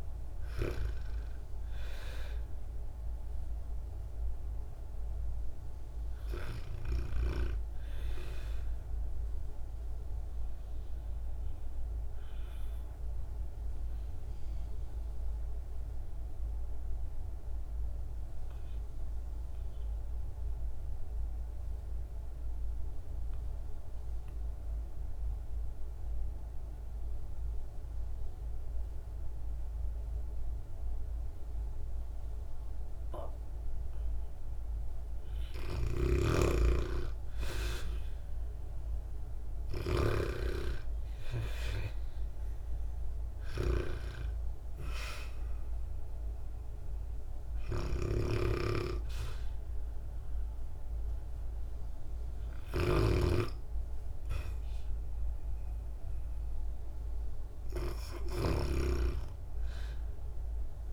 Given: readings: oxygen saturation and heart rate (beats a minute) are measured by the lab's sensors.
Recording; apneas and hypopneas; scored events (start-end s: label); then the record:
breathing in sleep by a room microphone; 1
0.00-19.00 s: oxygen desaturation (device-marked, oxygen 75% lowest, heart rate 53 extreme)
9.00-34.50 s: obstructive apnea (oxygen 93% before, 75% lowest, heart rate 67 before, 55 extreme, up 34 after)
30.00-60.92 s: oxygen desaturation (device-marked, oxygen 98% before, 84% lowest, heart rate 59 before, 58 extreme)
36.00-40.00 s: arousal
52.00-58.50 s: snoring (device-marked)
From the record:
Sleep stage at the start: REM sleep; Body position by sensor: on the back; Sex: female